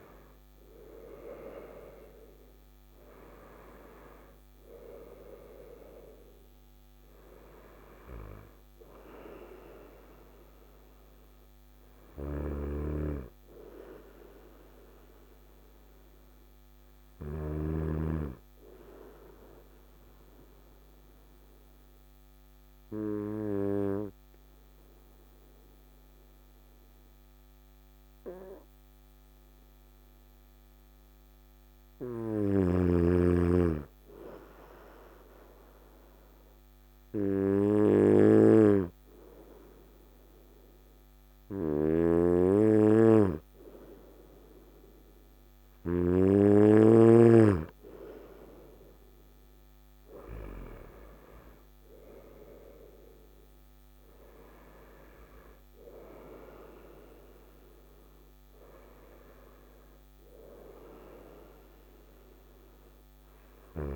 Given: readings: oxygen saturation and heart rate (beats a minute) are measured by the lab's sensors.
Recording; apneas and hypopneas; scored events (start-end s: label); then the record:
breathing in sleep by a microphone on the trachea; 1
0.00-12.50 s: oxygen desaturation (device-marked, oxygen 92% lowest, heart rate 55 extreme)
11.50-17.00 s: snoring (device-marked)
19.00-30.50 s: obstructive apnea (oxygen 96% before, 93% lowest, heart rate 65 before, 56 extreme, up 2 after)
33.00-38.50 s: arousal
41.00-45.50 s: snoring (device-marked)
From the record:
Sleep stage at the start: N2 (light sleep); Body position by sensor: on the right side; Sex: male